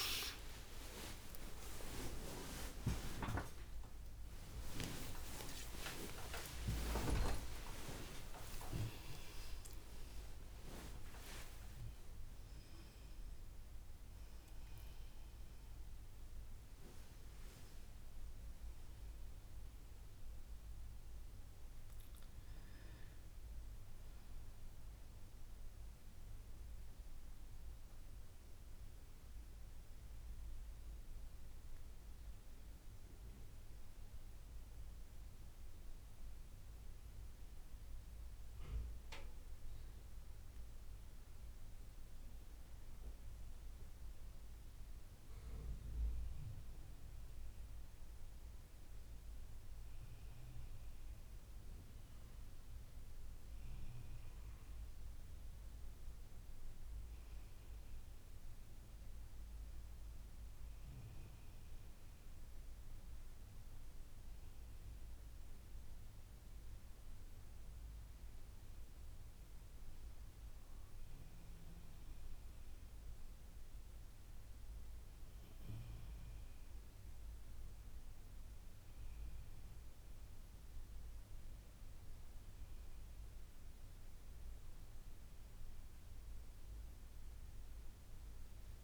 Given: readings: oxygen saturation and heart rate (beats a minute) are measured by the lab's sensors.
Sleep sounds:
a person partly awake in a sleep study, by a room microphone; none
0.00-14.00 s: tachycardia (device-marked, heart rate 187 extreme)
1.00-3.00 s: long interval between heartbeats (device-marked, heart rate 69 before, 81 extreme)
3.00-5.00 s: long interval between heartbeats (device-marked, heart rate 71 before, 114 extreme)
5.00-7.00 s: long interval between heartbeats (device-marked, heart rate 76 before, 137 extreme)
6.00-36.00 s: new sleep stage, awake
7.50-9.50 s: long interval between heartbeats (device-marked, heart rate 85 before, 178 extreme)
11.00-13.00 s: long interval between heartbeats (device-marked, heart rate 107 before, 167 extreme)
36.00-66.00 s: new sleep stage, N1 (lightest sleep)
66.00-88.84 s: new sleep stage, N2 (light sleep)
From the record:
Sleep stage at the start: N3 (deep sleep); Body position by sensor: on the left side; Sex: female

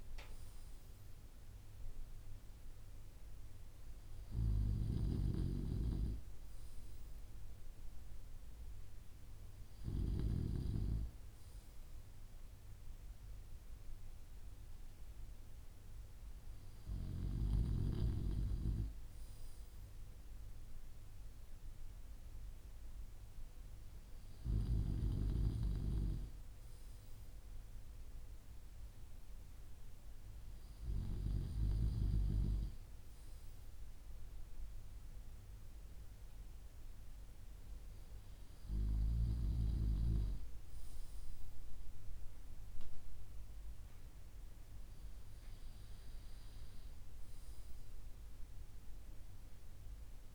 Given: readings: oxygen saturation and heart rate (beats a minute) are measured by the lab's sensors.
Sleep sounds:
breathing in sleep by a room microphone; none
none scored
From the record:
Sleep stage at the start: N2 (light sleep); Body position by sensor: on the back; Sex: male

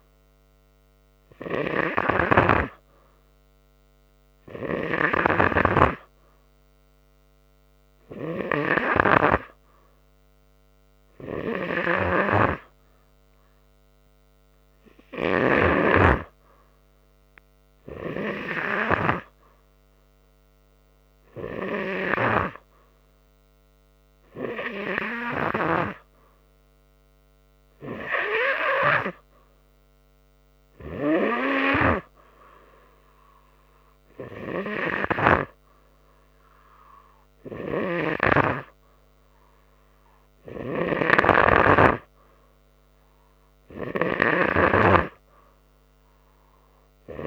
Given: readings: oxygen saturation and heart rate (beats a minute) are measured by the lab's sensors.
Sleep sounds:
breathing in sleep by a microphone on the trachea; none
none scored
From the record:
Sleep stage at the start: N3 (deep sleep); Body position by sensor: on the right side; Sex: male

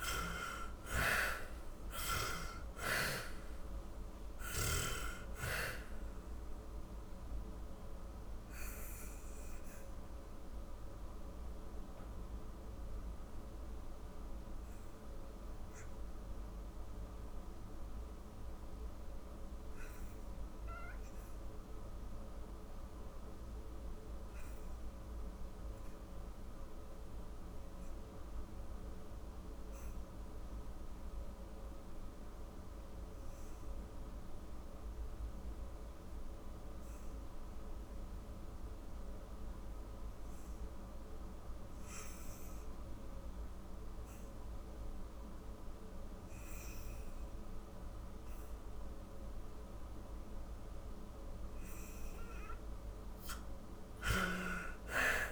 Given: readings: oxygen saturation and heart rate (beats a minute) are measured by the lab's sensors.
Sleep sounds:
breathing in sleep by a room microphone; 1
0.00-1.50 s: arousal
0.00-27.50 s: oxygen desaturation (device-marked, oxygen 51% lowest, heart rate 38 extreme)
6.00-50.00 s: obstructive apnea (oxygen 84% before, 51% lowest, heart rate 63 before, 38 extreme, up 46 after)
44.50-55.32 s: oxygen desaturation (device-marked, oxygen 92% before, 59% lowest, heart rate 47 before, 44 extreme)
52.00-55.32 s: arousal
From the record:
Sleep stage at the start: REM sleep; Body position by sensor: on the back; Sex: female

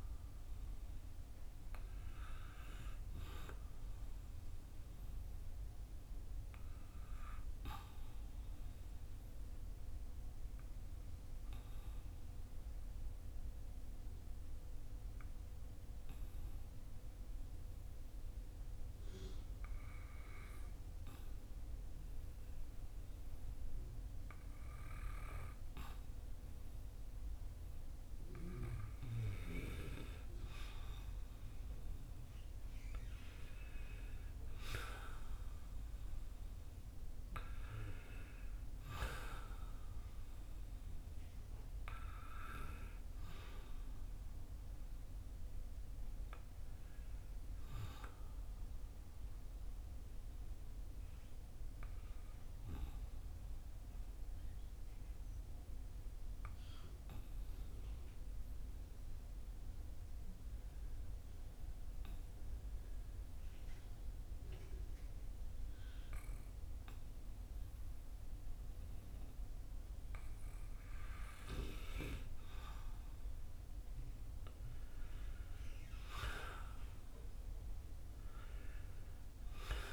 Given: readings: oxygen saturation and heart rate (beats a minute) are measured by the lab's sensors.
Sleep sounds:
breathing in sleep by a room microphone; 2
3.00-20.00 s: oxygen desaturation (device-marked, oxygen 95% before, 91% lowest, heart rate 57 before, 49 extreme)
8.00-28.00 s: obstructive apnea (oxygen 95% before, 90% lowest, heart rate 57 before, 49 extreme, up 9 after)
30.50-35.50 s: arousal
33.00-63.00 s: oxygen desaturation (device-marked, oxygen 96% before, 90% lowest, heart rate 53 before, 46 extreme)
48.00-70.00 s: obstructive apnea (oxygen 96% before, 90% lowest, heart rate 56 before, 46 extreme, up 2 after)
73.50-77.00 s: arousal
From the record:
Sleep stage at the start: N2 (light sleep); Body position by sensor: on the back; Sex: male

